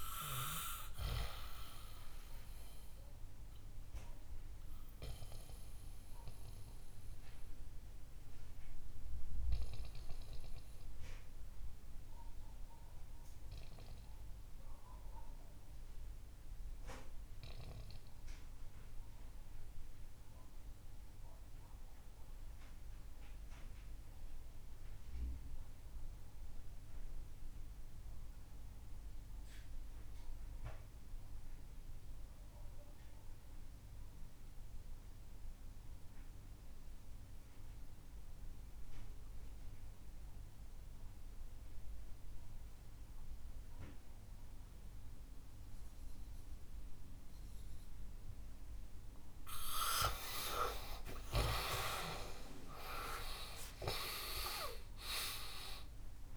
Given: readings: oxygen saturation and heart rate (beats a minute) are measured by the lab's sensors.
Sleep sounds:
breathing in sleep by a room microphone; 1
3.00-50.00 s: mixed apnea (oxygen 97% before, 78% lowest, heart rate 71 before, 57 extreme, up 22 after)
8.50-56.36 s: new sleep stage, REM sleep
32.50-56.36 s: oxygen desaturation (device-marked, oxygen 99% before, 78% lowest, heart rate 63 before, 58 extreme)
51.00-56.00 s: arousal
From the record:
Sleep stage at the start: N2 (light sleep); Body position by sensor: on the back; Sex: male

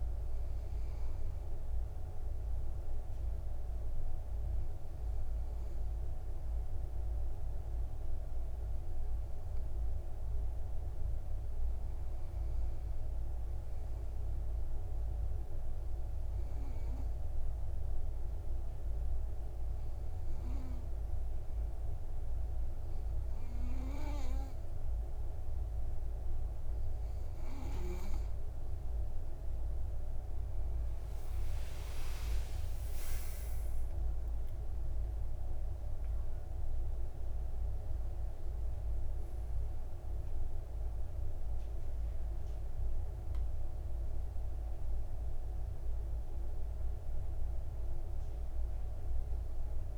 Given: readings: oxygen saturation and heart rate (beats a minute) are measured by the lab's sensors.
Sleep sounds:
breathing in sleep, hard to hear, by a room microphone; 1
15.50-28.00 s: obstructive apnea (oxygen 97% before, 91% lowest, heart rate 57 before, 56 extreme, up 27 after)
32.00-37.00 s: arousal
33.50-35.50 s: long interval between heartbeats (device-marked, heart rate 60 before, 78 extreme)
34.50-49.97 s: oxygen desaturation (device-marked, oxygen 96% before, 91% lowest, heart rate 61 before, 55 extreme)
From the record:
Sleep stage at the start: N2 (light sleep); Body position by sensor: on the back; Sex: male

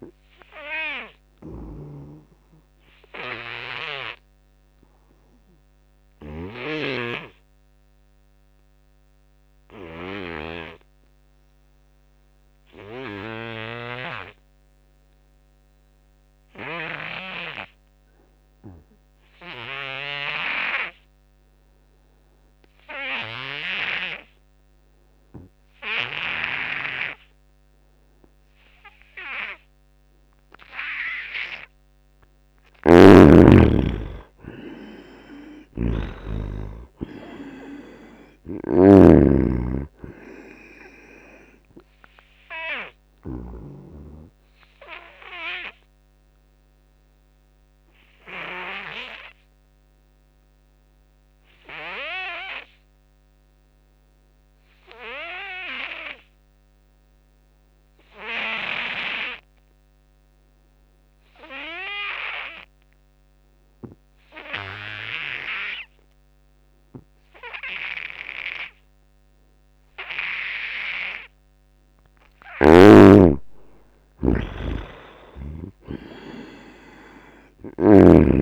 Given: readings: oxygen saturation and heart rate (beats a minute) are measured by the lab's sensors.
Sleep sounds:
breathing in sleep by a microphone on the trachea; 2
0.00-6.50 s: snoring (device-marked)
0.00-17.00 s: oxygen desaturation (device-marked, oxygen 79% lowest, heart rate 77 extreme)
1.50-30.50 s: obstructive apnea (oxygen 97% before, 75% lowest, heart rate 83 before, 77 extreme, up 7 after)
22.00-55.00 s: oxygen desaturation (device-marked, oxygen 97% before, 75% lowest, heart rate 86 before, 77 extreme)
32.50-36.50 s: arousal
32.50-43.50 s: snoring (device-marked)
42.00-69.50 s: obstructive apnea (oxygen 97% before, 75% lowest, heart rate 81 before, 78 extreme, up 3 after)
66.00-78.41 s: oxygen desaturation (device-marked, oxygen 97% before, 79% lowest, heart rate 86 before, 78 extreme)
71.50-75.00 s: arousal
From the record:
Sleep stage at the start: N2 (light sleep); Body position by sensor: on the back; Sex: male

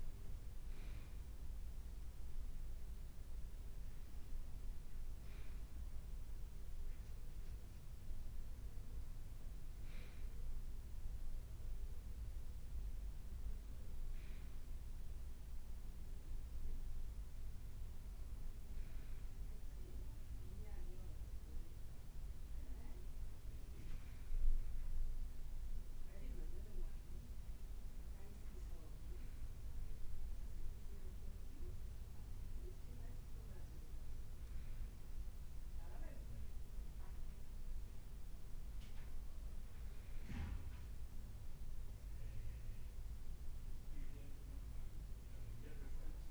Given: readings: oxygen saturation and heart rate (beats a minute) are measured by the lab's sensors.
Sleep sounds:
a person partly awake in a sleep study, hard to hear, by a room microphone; none
0.00-1.00 s: leg movement (device-marked)
5.50-35.50 s: new sleep stage, N1 (lightest sleep)
27.00-31.50 s: leg movement (device-marked)
35.50-46.31 s: new sleep stage, N2 (light sleep)
From the record:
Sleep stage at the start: awake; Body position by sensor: on the right side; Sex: male

